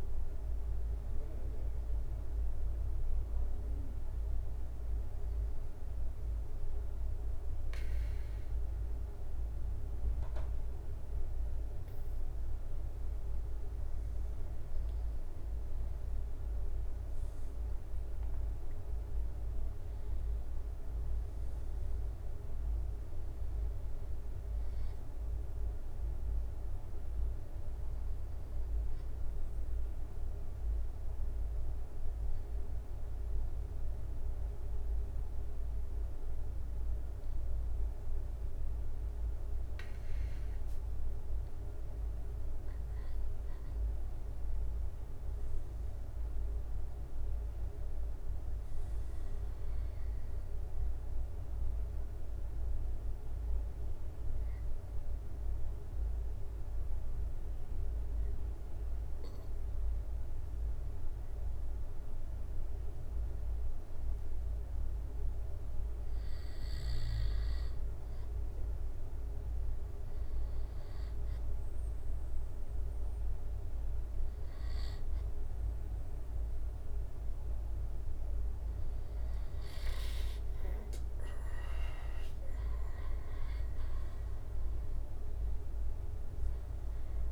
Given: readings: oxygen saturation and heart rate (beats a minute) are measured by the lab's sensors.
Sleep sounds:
breathing in sleep, hard to hear, by a room microphone; 3
1.00-11.50 s: obstructive apnea (oxygen 96% before, 94% lowest, heart rate 69 before, 67 extreme, up 4 after)
14.00-18.50 s: arousal
28.00-41.50 s: hypopnea (oxygen 96% before, 92% lowest, heart rate 71 before, 66 extreme, up 4 after)
44.00-47.00 s: arousal
51.50-66.00 s: obstructive apnea (oxygen 96% before, 92% lowest, heart rate 68 before, 66 extreme, up 2 after)
69.50-72.50 s: arousal
69.50-84.50 s: oxygen desaturation (device-marked, oxygen 95% before, 92% lowest, heart rate 67 before, 65 extreme)
86.00-87.32 s: arousal
From the record:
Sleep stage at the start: N2 (light sleep); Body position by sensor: on the back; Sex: male

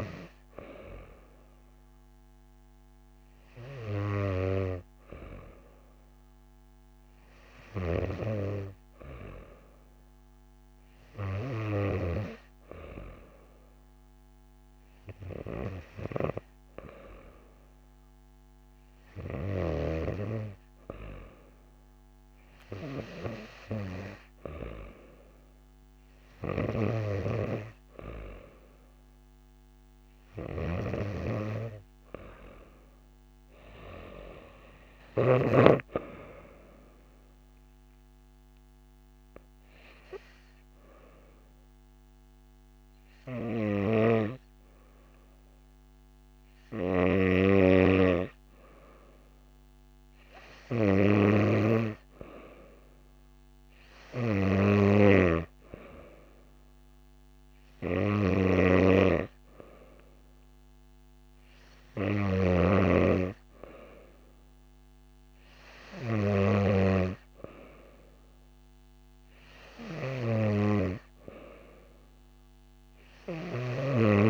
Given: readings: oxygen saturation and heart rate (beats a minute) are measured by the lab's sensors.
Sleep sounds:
breathing in sleep by a microphone on the trachea; none
58.00-62.50 s: snoring (device-marked)
From the record:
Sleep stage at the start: N2 (light sleep); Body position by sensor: on the back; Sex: female

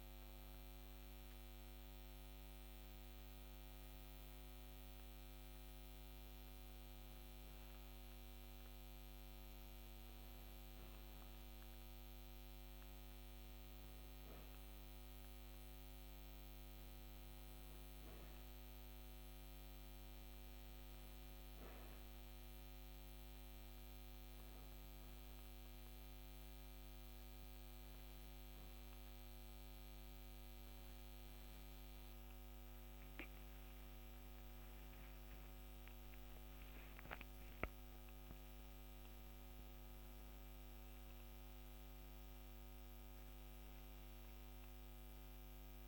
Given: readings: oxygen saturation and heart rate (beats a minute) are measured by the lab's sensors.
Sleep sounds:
breathing in sleep, hard to hear, by a microphone on the trachea; none
33.50-38.00 s: arousal
From the record:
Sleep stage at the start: N2 (light sleep); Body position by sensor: on the back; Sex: female

